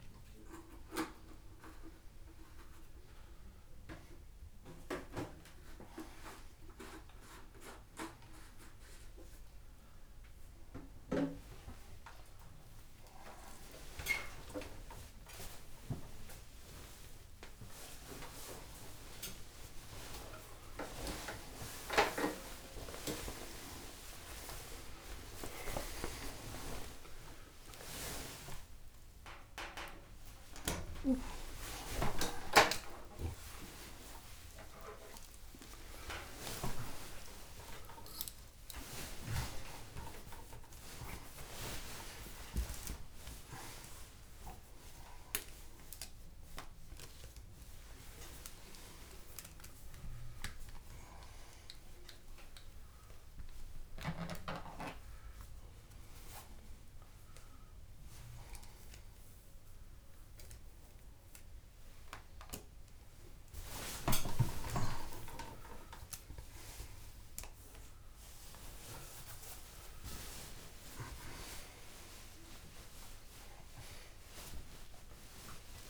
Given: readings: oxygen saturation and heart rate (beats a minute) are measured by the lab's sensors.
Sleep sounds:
a person awake in a sleep study, by a room microphone; none
0.50-2.50 s: long interval between heartbeats (device-marked)
4.50-6.50 s: long interval between heartbeats (device-marked)
14.50-16.50 s: long interval between heartbeats (device-marked)
15.00-34.00 s: oxygen desaturation (device-marked, oxygen 97% before, 94% lowest)
16.00-18.00 s: tachycardia (device-marked, heart rate 32 before, 96 extreme)
17.50-19.50 s: long interval between heartbeats (device-marked)
25.00-27.00 s: long interval between heartbeats (device-marked, heart rate 46 before, 38 extreme)
30.50-32.50 s: long interval between heartbeats (device-marked, heart rate 52 before, 30 extreme)
37.50-39.50 s: long interval between heartbeats (device-marked)
39.50-41.50 s: long interval between heartbeats (device-marked)
50.00-52.00 s: long interval between heartbeats (device-marked)
52.50-54.50 s: long interval between heartbeats (device-marked)
55.00-57.00 s: long interval between heartbeats (device-marked)
64.50-66.50 s: long interval between heartbeats (device-marked)
68.00-70.00 s: long interval between heartbeats (device-marked)
73.00-75.00 s: long interval between heartbeats (device-marked)
From the record:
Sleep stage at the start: awake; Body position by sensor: on the back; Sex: male

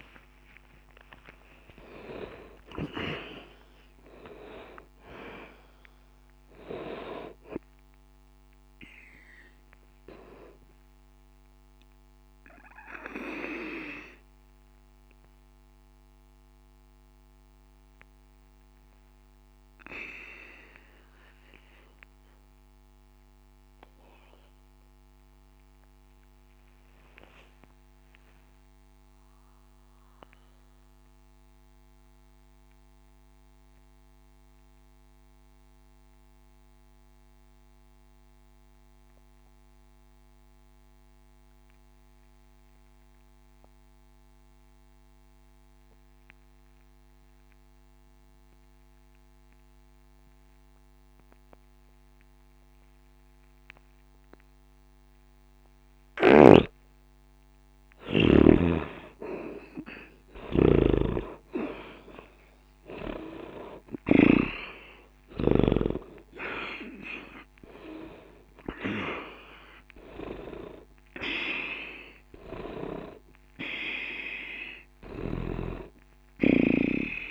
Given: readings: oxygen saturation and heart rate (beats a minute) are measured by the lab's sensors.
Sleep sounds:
breathing in sleep by a microphone on the trachea; 1
0.00-36.00 s: oxygen desaturation (device-marked, oxygen 75% lowest, heart rate 60 extreme)
11.50-57.00 s: obstructive apnea (oxygen 96% before, 71% lowest, heart rate 70 before, 60 extreme, up 0 after)
56.00-77.31 s: oxygen desaturation (device-marked, oxygen 98% before, 71% lowest, heart rate 60 before, 60 extreme)
60.50-66.00 s: snoring (device-marked)
61.50-66.50 s: arousal
From the record:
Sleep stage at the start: N2 (light sleep); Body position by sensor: on the back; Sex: male

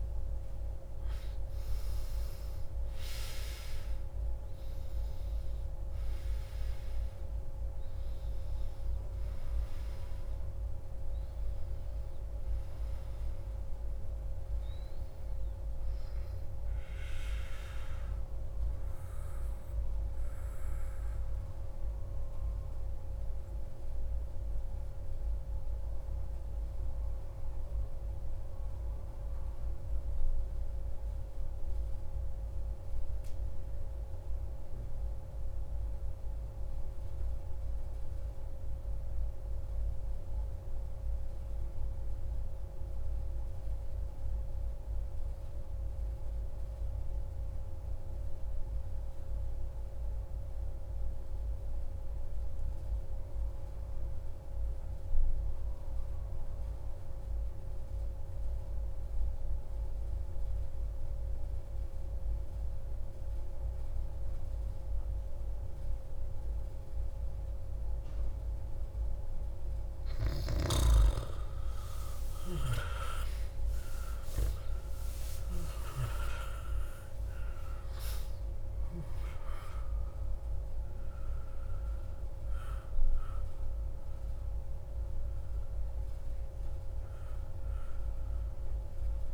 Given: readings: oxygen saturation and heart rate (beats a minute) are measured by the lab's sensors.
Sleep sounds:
breathing in sleep, hard to hear, by a room microphone; 1
0.00-19.50 s: oxygen desaturation (device-marked, oxygen 89% lowest)
18.00-67.00 s: mixed apnea (oxygen 95% before, 89% lowest)
50.50-89.34 s: oxygen desaturation (device-marked, oxygen 98% before, 89% lowest)
69.00-74.50 s: arousal
From the record:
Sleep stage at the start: N2 (light sleep); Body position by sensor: on the back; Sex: male

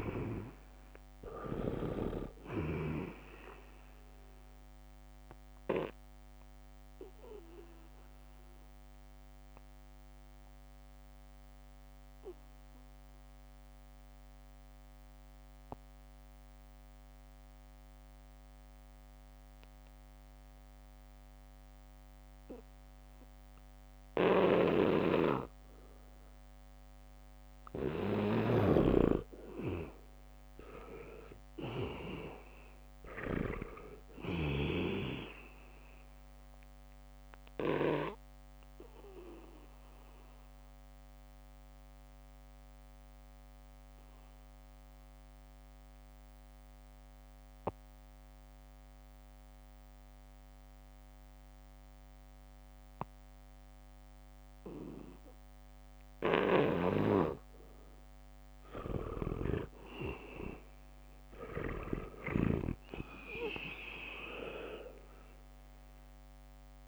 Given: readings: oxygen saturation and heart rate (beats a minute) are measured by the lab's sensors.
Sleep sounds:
breathing in sleep by a microphone on the trachea; 2
0.00-3.50 s: snoring (device-marked)
0.00-19.50 s: oxygen desaturation (device-marked, oxygen 82% lowest, heart rate 74 extreme)
5.50-27.00 s: obstructive apnea (oxygen 98% before, 82% lowest, heart rate 76 before, 74 extreme, up 1 after)
24.50-26.00 s: leg movement (device-marked)
24.50-35.00 s: snoring (device-marked)
25.50-51.50 s: oxygen desaturation (device-marked, oxygen 98% before, 82% lowest, heart rate 76 before, 72 extreme)
29.50-33.00 s: arousal
40.50-57.00 s: obstructive apnea (oxygen 98% before, 82% lowest, heart rate 75 before, 72 extreme, up 0 after)
57.50-66.88 s: oxygen desaturation (device-marked, oxygen 98% before, 82% lowest, heart rate 77 before, 72 extreme)
59.00-65.50 s: leg movement (device-marked)
59.50-63.00 s: snoring (device-marked)
60.00-63.00 s: arousal
From the record:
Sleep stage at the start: N2 (light sleep); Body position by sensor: on the back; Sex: male

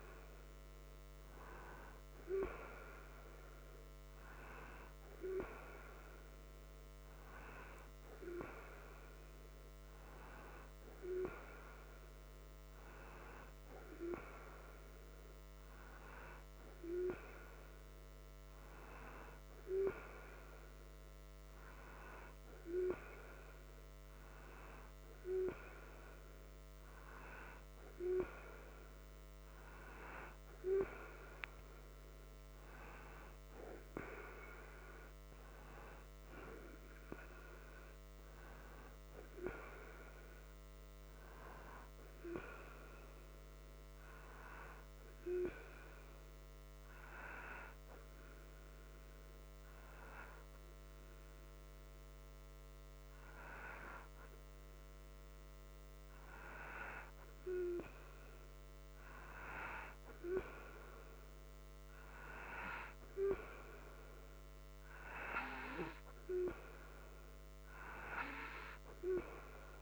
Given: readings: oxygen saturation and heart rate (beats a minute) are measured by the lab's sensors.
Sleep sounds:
breathing in sleep by a microphone on the trachea; 1
45.00-58.00 s: hypopnea (oxygen 92% before, 89% lowest)
60.00-63.50 s: arousal
From the record:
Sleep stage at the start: N2 (light sleep); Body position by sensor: upright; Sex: male

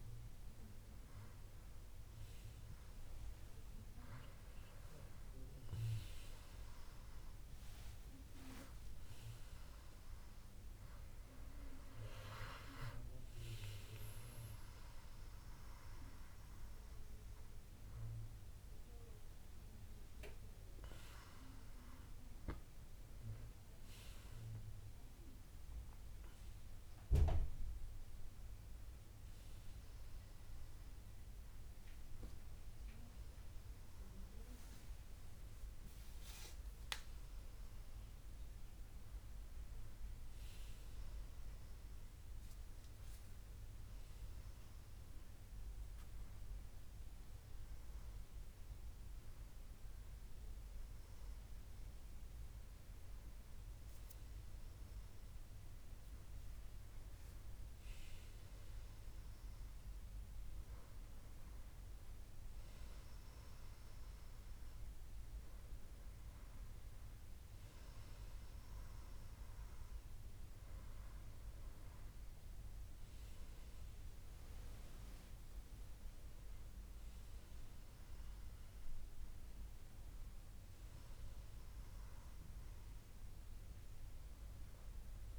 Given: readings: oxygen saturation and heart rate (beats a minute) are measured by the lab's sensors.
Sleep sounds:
breathing in sleep, hard to hear, by a room microphone; none
7.50-85.39 s: new sleep stage, N1 (lightest sleep)
From the record:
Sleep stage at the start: N2 (light sleep); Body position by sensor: on the back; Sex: male

